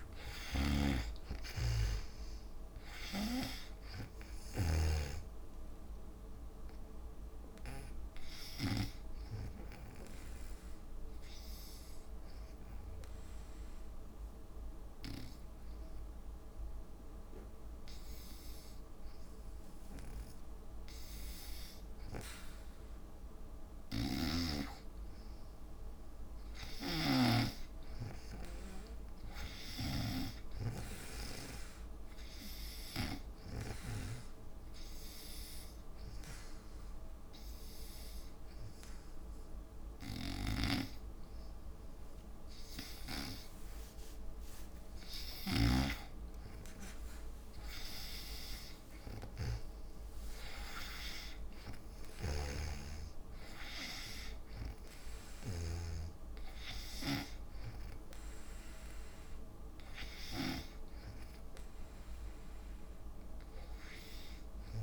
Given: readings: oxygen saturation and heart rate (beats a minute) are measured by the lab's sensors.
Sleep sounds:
breathing in sleep by a room microphone; 2
0.00-5.00 s: snoring (device-marked)
0.00-20.00 s: oxygen desaturation (device-marked, oxygen 83% lowest, heart rate 56 extreme)
11.50-23.00 s: obstructive apnea (oxygen 94% before, 84% lowest, heart rate 68 before, 58 extreme, up 3 after)
25.50-28.50 s: arousal
26.50-34.00 s: snoring (device-marked)
33.00-43.00 s: oxygen desaturation (device-marked, oxygen 96% before, 89% lowest, heart rate 59 before, 55 extreme)
33.50-43.50 s: hypopnea (oxygen 97% before, 84% lowest, heart rate 59 before, 55 extreme, up 34 after)
45.50-56.00 s: snoring (device-marked)
46.00-48.00 s: long interval between heartbeats (device-marked, heart rate 65 before, 95 extreme)
46.50-50.00 s: arousal
54.00-64.83 s: oxygen desaturation (device-marked, oxygen 93% before, 89% lowest, heart rate 76 before, 55 extreme)
From the record:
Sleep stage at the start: N2 (light sleep); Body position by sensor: on the back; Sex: female

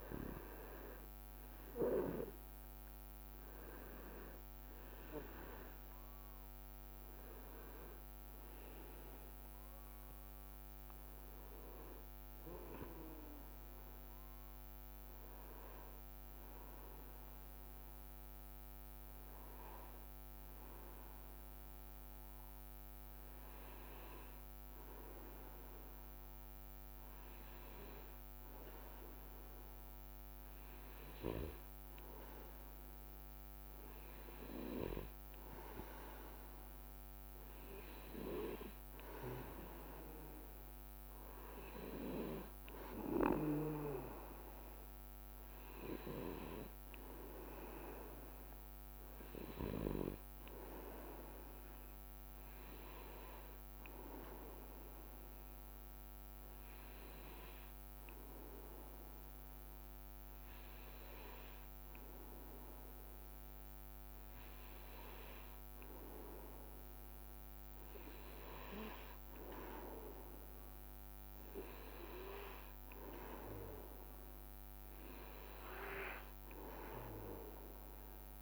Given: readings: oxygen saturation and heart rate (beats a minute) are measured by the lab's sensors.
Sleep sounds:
breathing in sleep by a microphone on the trachea; 1
0.00-1.00 s: arousal
15.00-29.50 s: hypopnea (oxygen 97% before, 94% lowest, heart rate 66 before, 61 extreme, up 3 after)
32.00-37.00 s: arousal
34.00-56.00 s: oxygen desaturation (device-marked, oxygen 98% before, 94% lowest, heart rate 62 before, 62 extreme)
From the record:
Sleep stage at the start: N2 (light sleep); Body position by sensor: on the back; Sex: male

